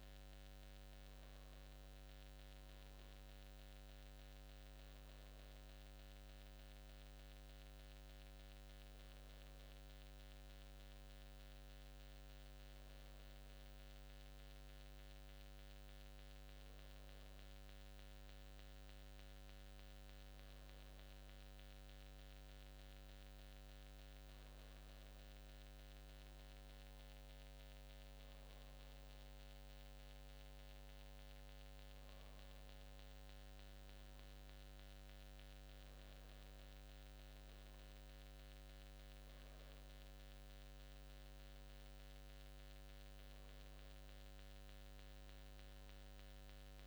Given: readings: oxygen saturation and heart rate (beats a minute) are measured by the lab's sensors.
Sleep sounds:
breathing in sleep, hard to hear, by a microphone on the trachea; none
2.00-4.00 s: long interval between heartbeats (device-marked, heart rate 86 before, 88 extreme)
From the record:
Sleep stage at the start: N2 (light sleep); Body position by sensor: on the back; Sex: male

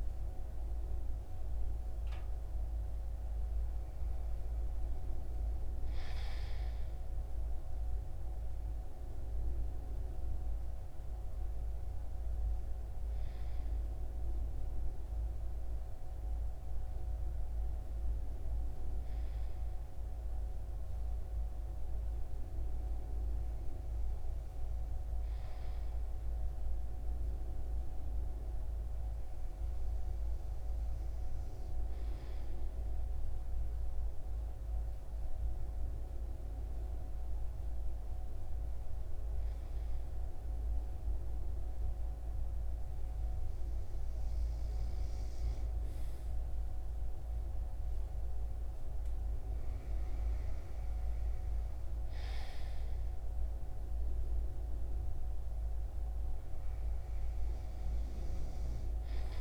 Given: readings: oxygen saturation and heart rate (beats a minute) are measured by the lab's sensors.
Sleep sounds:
breathing in sleep, hard to hear, by a room microphone; none
none scored
From the record:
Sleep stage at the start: N2 (light sleep); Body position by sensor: on the right side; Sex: male

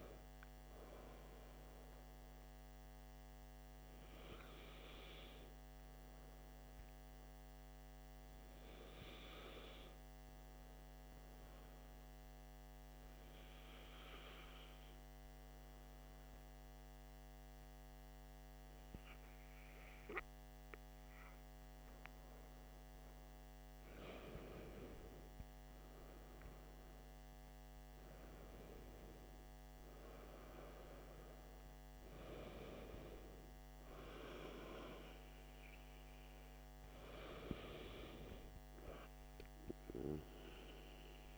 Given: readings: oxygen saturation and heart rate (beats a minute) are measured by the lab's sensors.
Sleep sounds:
breathing in sleep by a microphone on the trachea; 1
5.00-23.50 s: hypopnea (oxygen 96% before, 93% lowest, heart rate 60 before, 50 extreme, up 14 after)
25.00-29.50 s: arousal
From the record:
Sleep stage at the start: N2 (light sleep); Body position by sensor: on the back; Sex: male

